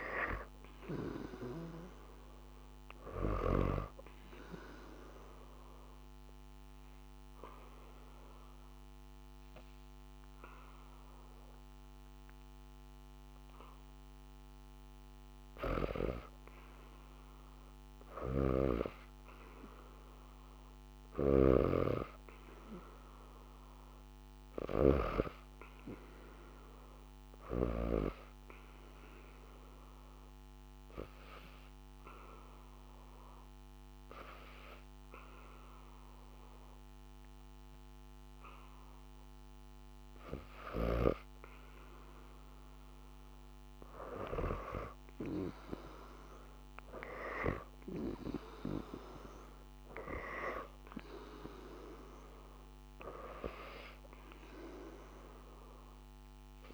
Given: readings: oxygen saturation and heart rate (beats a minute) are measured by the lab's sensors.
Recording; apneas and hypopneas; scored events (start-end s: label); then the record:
breathing in sleep by a microphone on the trachea; 2
0.00-16.00 s: oxygen desaturation (device-marked, oxygen 87% lowest, heart rate 72 extreme)
3.50-14.50 s: obstructive apnea (oxygen 95% before, 87% lowest, heart rate 76 before, 75 extreme, up 1 after)
17.50-20.50 s: arousal
17.50-27.50 s: snoring (device-marked)
27.00-31.00 s: oxygen desaturation (device-marked, oxygen 99% before, 93% lowest, heart rate 80 before, 74 extreme)
28.00-39.50 s: obstructive apnea (oxygen 99% before, 83% lowest, heart rate 80 before, 74 extreme, up 3 after)
42.00-45.50 s: arousal
From the record:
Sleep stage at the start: N2 (light sleep); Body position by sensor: on the back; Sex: female